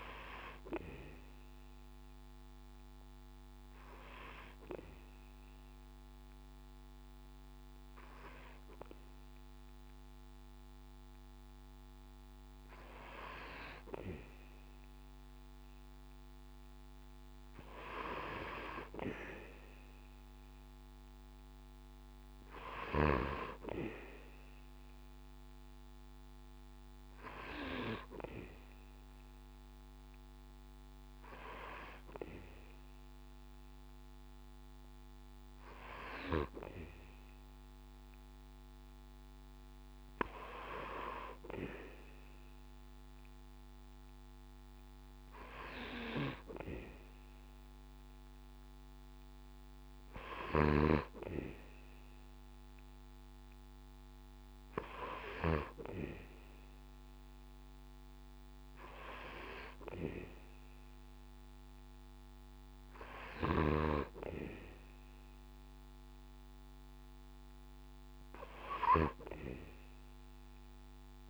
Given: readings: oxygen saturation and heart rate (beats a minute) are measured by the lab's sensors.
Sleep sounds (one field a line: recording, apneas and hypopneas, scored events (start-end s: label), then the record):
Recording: breathing in sleep by a microphone on the trachea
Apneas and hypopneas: 1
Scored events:
1.00-14.50 s: hypopnea (oxygen 96% before, 93% lowest, heart rate 72 before, 64 extreme, up 5 after)
18.00-22.00 s: arousal
From the record:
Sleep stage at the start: N2 (light sleep)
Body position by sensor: on the back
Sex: male